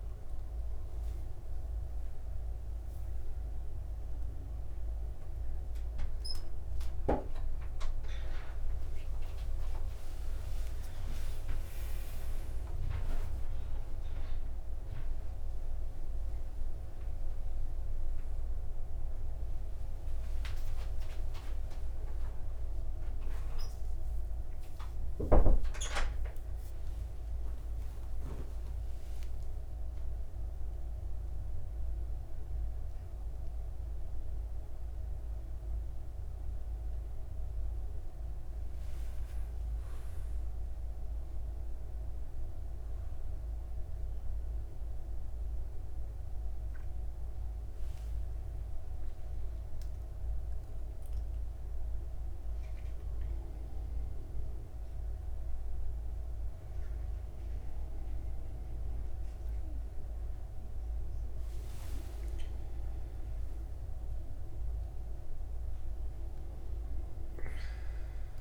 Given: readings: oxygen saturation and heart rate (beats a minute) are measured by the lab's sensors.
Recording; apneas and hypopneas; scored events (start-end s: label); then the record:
a person awake in a sleep study, hard to hear, by a room microphone; none
none scored
From the record:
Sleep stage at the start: awake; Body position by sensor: on the back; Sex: male